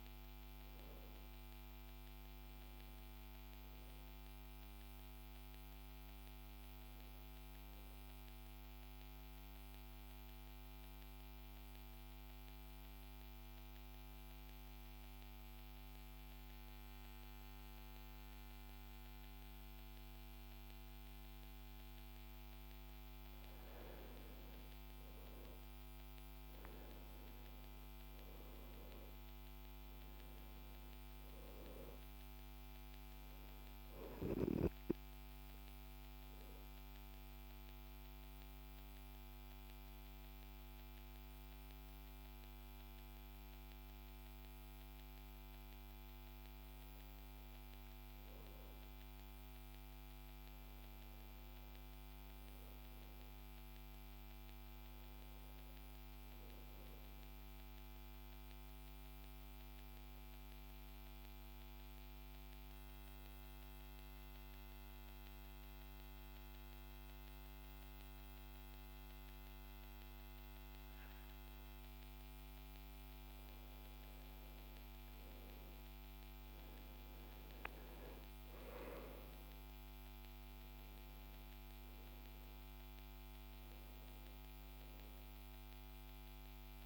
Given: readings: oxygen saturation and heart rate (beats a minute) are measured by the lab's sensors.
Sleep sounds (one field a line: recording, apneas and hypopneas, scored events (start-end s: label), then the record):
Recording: breathing in sleep, hard to hear, by a microphone on the trachea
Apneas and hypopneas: 3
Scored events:
0.00-2.50 s: arousal
8.50-21.00 s: central apnea (oxygen 98% before, 93% lowest, heart rate 53 before, 46 extreme, up 13 after)
24.50-29.00 s: arousal
36.00-46.00 s: central apnea (oxygen 98% before, 93% lowest, heart rate 53 before, 47 extreme, up 8 after)
48.00-53.00 s: arousal
50.00-63.00 s: oxygen desaturation (device-marked, oxygen 97% before, 93% lowest, heart rate 51 before, 50 extreme)
60.00-72.50 s: obstructive apnea (oxygen 98% before, 91% lowest, heart rate 51 before, 50 extreme, up 16 after)
75.50-81.00 s: arousal
From the record:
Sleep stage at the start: N2 (light sleep)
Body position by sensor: on the right side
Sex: male